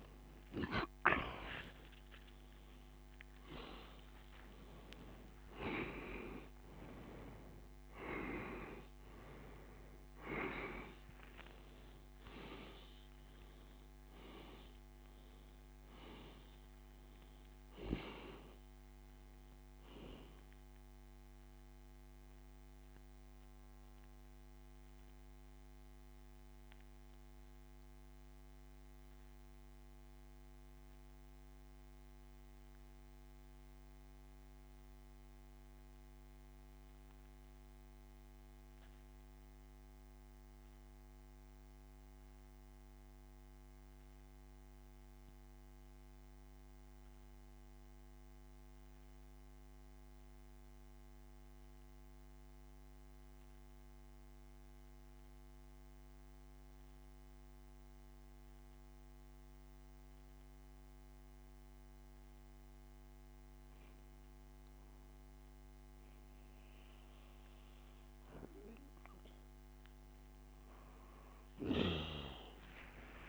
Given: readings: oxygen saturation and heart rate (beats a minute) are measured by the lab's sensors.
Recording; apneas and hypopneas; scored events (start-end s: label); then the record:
breathing in sleep by a microphone on the trachea; 1
2.00-17.00 s: oxygen desaturation (device-marked, oxygen 97% before, 92% lowest, heart rate 63 before, 29 extreme)
4.00-9.00 s: arousal
25.50-67.50 s: mixed apnea (oxygen 96% before, 86% lowest)
39.00-64.00 s: oxygen desaturation (device-marked, oxygen 93% before, 86% lowest, heart rate 42 before, 28 extreme)
From the record:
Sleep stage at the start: N2 (light sleep); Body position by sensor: on the back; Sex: male